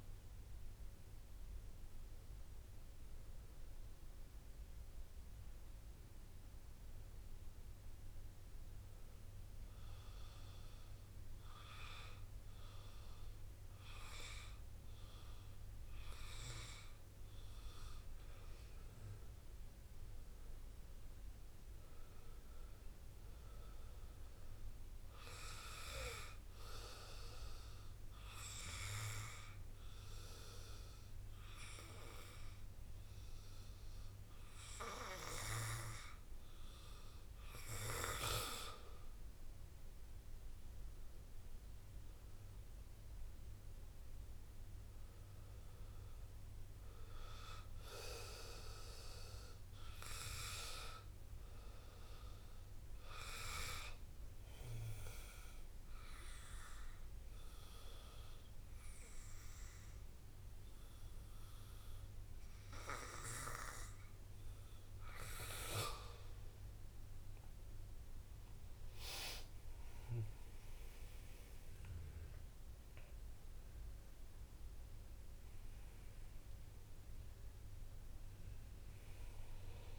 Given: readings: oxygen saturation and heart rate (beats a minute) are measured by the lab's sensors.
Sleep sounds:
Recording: breathing in sleep by a room microphone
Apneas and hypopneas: 3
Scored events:
9.50-19.50 s: hypopnea (oxygen 97% before, 93% lowest, heart rate 68 before, 61 extreme, up 1 after)
21.50-24.50 s: arousal
28.50-39.00 s: obstructive apnea (oxygen 98% before, 93% lowest, heart rate 65 before, 62 extreme, up 5 after)
41.00-44.50 s: arousal
46.00-62.00 s: oxygen desaturation (device-marked, oxygen 97% before, 93% lowest, heart rate 64 before, 59 extreme)
55.50-66.00 s: hypopnea (oxygen 98% before, 93% lowest, heart rate 65 before, 59 extreme, up 3 after)
68.50-74.00 s: arousal
74.00-79.99 s: oxygen desaturation (device-marked, oxygen 98% before, 94% lowest, heart rate 67 before, 59 extreme)
From the record:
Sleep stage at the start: N2 (light sleep)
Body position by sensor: on the back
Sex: male

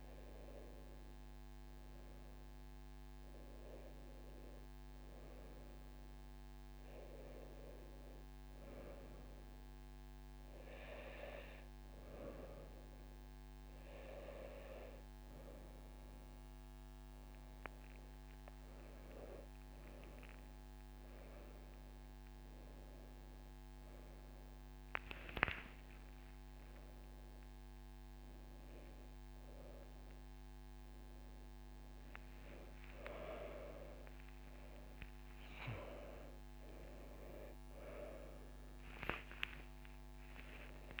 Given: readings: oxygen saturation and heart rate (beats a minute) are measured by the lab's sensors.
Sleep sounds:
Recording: a person partly awake in a sleep study, by a microphone on the trachea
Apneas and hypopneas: none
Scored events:
24.00-41.00 s: new sleep stage, awake
25.50-27.50 s: long interval between heartbeats (device-marked)
From the record:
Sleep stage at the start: N2 (light sleep)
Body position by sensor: on the right side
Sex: female

